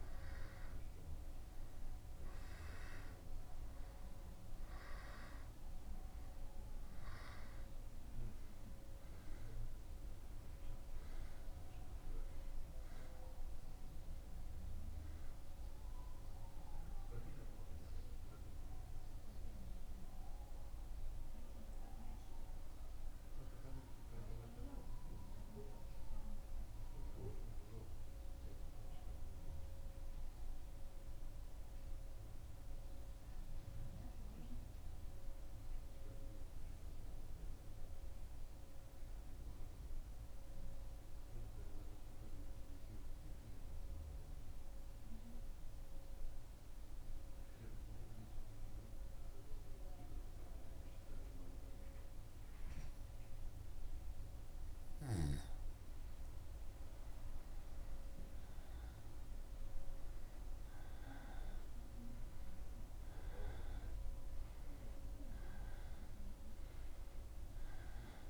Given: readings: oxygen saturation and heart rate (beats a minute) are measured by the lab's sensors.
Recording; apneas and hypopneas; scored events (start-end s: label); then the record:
breathing in sleep by a room microphone; 1
24.00-53.00 s: central apnea (oxygen 95% before, 94% lowest, heart rate 77 before, 75 extreme, up 1 after)
55.50-61.50 s: arousal
From the record:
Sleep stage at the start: N2 (light sleep); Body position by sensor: on the back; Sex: male